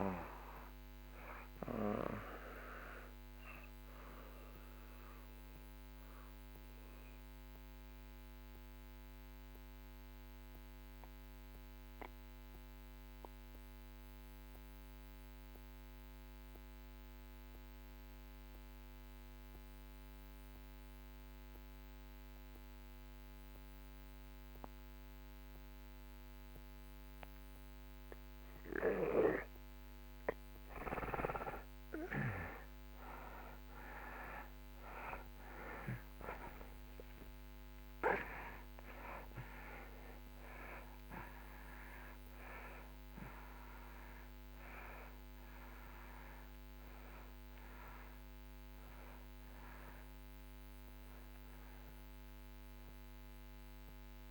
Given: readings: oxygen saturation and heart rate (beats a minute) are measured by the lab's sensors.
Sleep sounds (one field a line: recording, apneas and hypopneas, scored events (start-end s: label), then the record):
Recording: breathing in sleep by a microphone on the trachea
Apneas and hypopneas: 1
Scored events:
0.00-22.00 s: oxygen desaturation (device-marked, oxygen 76% lowest)
4.00-29.00 s: mixed apnea (oxygen 97% before, 76% lowest)
32.50-38.50 s: arousal
33.00-54.31 s: oxygen desaturation (device-marked, oxygen 96% before, 76% lowest)
From the record:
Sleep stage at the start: N2 (light sleep)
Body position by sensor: on the back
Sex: male